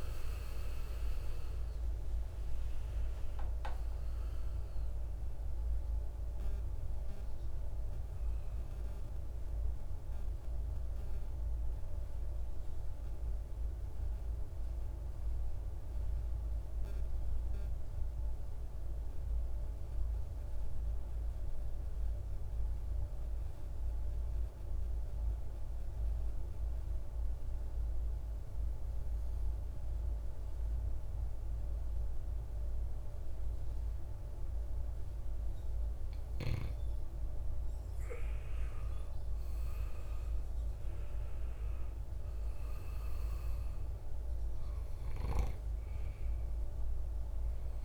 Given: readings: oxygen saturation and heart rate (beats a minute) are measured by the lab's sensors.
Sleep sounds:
breathing in sleep, hard to hear, by a room microphone; 1
0.00-25.00 s: oxygen desaturation (device-marked, oxygen 86% lowest, heart rate 51 extreme)
10.50-34.00 s: obstructive apnea (oxygen 98% before, 86% lowest, heart rate 71 before, 51 extreme, up 16 after)
36.00-41.00 s: arousal
43.00-47.85 s: oxygen desaturation (device-marked, oxygen 98% before, 91% lowest, heart rate 58 before, 55 extreme)
From the record:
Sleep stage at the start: N2 (light sleep); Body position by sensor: on the right side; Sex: male

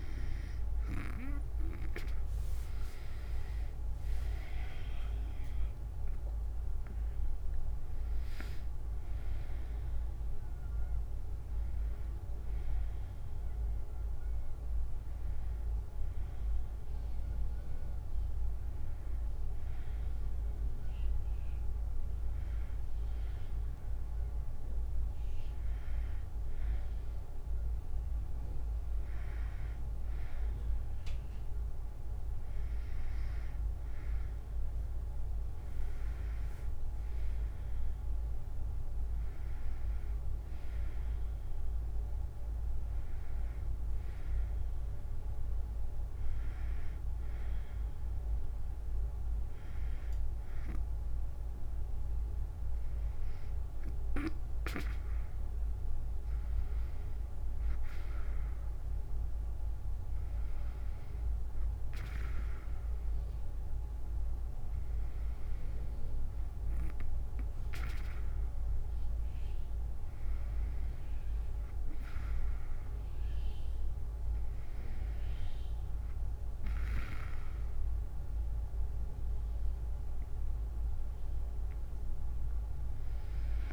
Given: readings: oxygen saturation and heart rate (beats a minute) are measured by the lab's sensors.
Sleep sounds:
breathing in sleep by a room microphone; none
4.00-16.00 s: drop in pulse transit time (device-marked, heart rate 73 before, 73 extreme)
4.50-9.50 s: arousal
11.00-22.00 s: oxygen desaturation (device-marked, oxygen 93% before, 89% lowest, heart rate 76 before, 69 extreme)
60.00-69.00 s: drop in pulse transit time (device-marked, heart rate 70 before, 74 extreme)
From the record:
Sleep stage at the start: N2 (light sleep); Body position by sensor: on the back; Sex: female

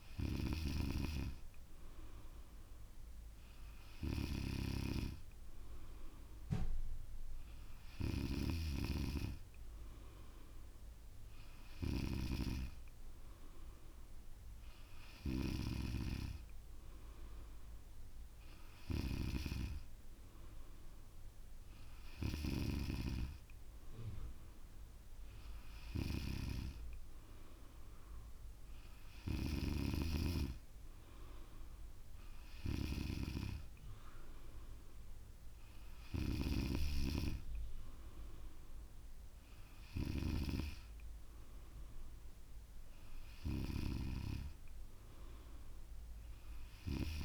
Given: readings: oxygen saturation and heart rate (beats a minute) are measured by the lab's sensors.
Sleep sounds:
breathing in sleep by a room microphone; none
none scored
From the record:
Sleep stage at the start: N3 (deep sleep); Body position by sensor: on the back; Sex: female

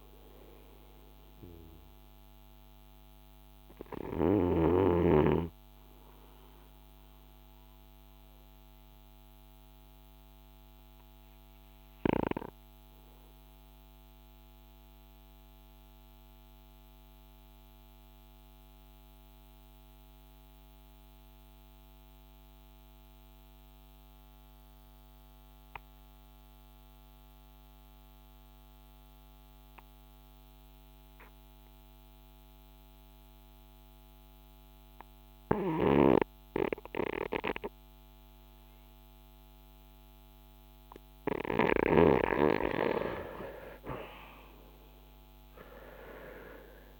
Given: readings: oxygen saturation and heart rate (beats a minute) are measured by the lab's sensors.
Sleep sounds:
breathing in sleep by a microphone on the trachea; 1
0.00-26.50 s: oxygen desaturation (device-marked, oxygen 68% lowest, heart rate 50 extreme)
7.00-41.50 s: obstructive apnea (oxygen 85% before, 68% lowest, heart rate 63 before, 50 extreme, up 7 after)
39.50-47.00 s: oxygen desaturation (device-marked, oxygen 97% before, 75% lowest, heart rate 52 before, 42 extreme)
43.00-47.00 s: arousal
From the record:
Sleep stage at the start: REM sleep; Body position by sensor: on the front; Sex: male

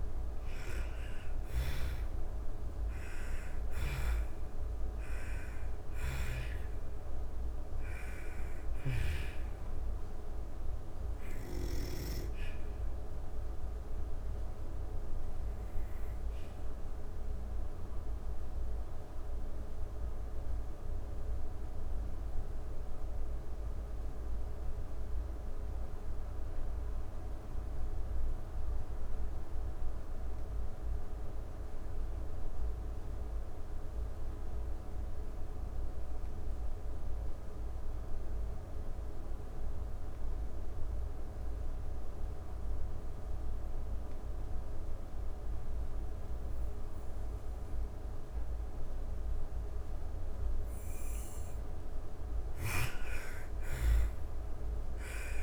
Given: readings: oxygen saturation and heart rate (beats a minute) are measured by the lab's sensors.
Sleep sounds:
breathing in sleep by a room microphone; 1
0.00-4.50 s: arousal
0.00-8.00 s: snoring (device-marked)
0.00-25.00 s: oxygen desaturation (device-marked, oxygen 81% lowest)
15.50-49.50 s: obstructive apnea (oxygen 95% before, 81% lowest)
43.00-55.42 s: oxygen desaturation (device-marked, oxygen 99% before, 82% lowest)
50.50-55.42 s: arousal
51.00-55.00 s: snoring (device-marked)
From the record:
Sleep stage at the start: N2 (light sleep); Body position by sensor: on the back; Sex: female

